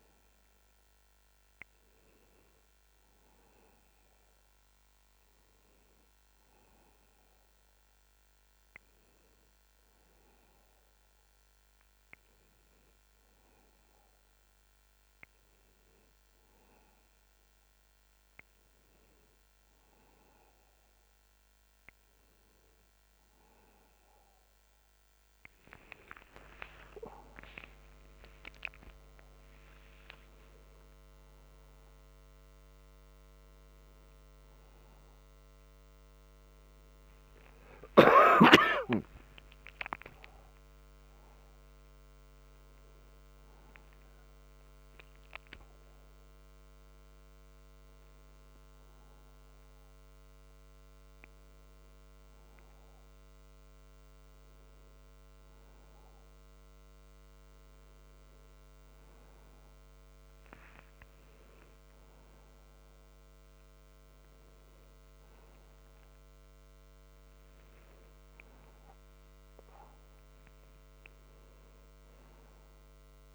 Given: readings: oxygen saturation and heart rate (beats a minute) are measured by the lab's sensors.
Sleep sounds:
a person awake in a sleep study, by a microphone on the trachea; none
none scored
From the record:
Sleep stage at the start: awake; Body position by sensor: on the back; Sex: male

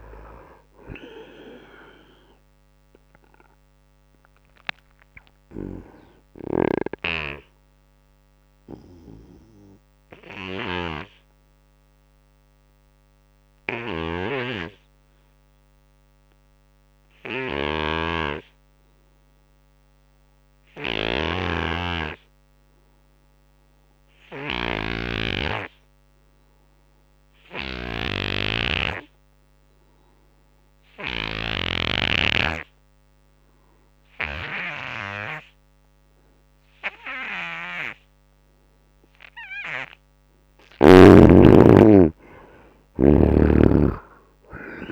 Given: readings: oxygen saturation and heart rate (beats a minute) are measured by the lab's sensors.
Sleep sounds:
breathing in sleep by a microphone on the trachea; 1
0.00-17.50 s: oxygen desaturation (device-marked, oxygen 78% lowest, heart rate 74 extreme)
2.00-38.50 s: obstructive apnea (oxygen 97% before, 75% lowest, heart rate 85 before, 73 extreme, up 4 after)
13.50-31.50 s: snoring (device-marked)
19.50-44.92 s: oxygen desaturation (device-marked, oxygen 99% before, 75% lowest, heart rate 89 before, 70 extreme)
40.50-44.00 s: arousal
43.00-44.92 s: snoring (device-marked)
From the record:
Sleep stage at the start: N2 (light sleep); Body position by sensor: on the right side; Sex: male

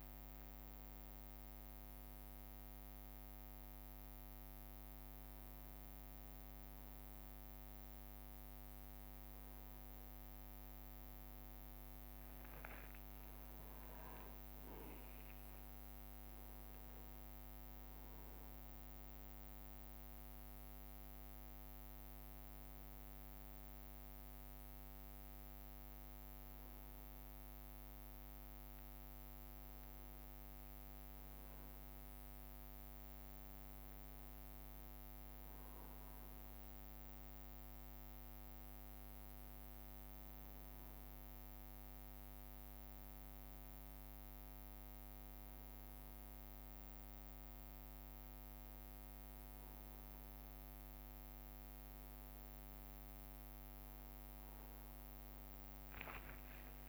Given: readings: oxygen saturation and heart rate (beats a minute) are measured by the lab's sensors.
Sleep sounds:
breathing in sleep, hard to hear, by a microphone on the trachea; none
0.00-1.50 s: leg movement (device-marked)
11.50-16.50 s: tachycardia (device-marked, heart rate 72 before, 119 extreme)
14.50-18.00 s: leg movement (device-marked)
15.50-17.50 s: long interval between heartbeats (device-marked, heart rate 68 before, 119 extreme)
21.50-56.89 s: new sleep stage, N1 (lightest sleep)
34.50-46.50 s: drop in pulse transit time (device-marked, heart rate 79 before, 63 extreme)
53.00-56.89 s: leg movement (device-marked)
From the record:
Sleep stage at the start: N2 (light sleep); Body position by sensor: on the back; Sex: male

